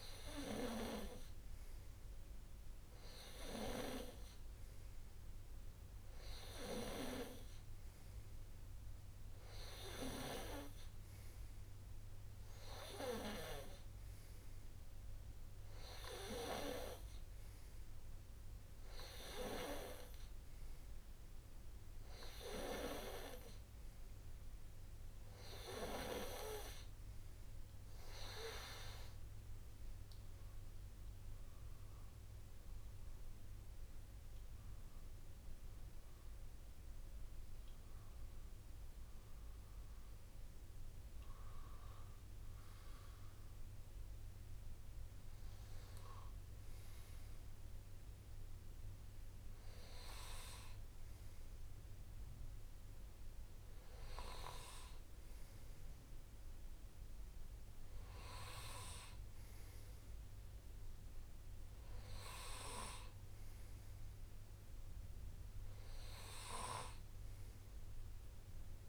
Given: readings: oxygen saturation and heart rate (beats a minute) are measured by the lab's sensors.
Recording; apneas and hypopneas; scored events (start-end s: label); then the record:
breathing in sleep by a room microphone; none
none scored
From the record:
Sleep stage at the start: N2 (light sleep); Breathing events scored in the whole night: 154 in 4.7 hours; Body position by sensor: on the right side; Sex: male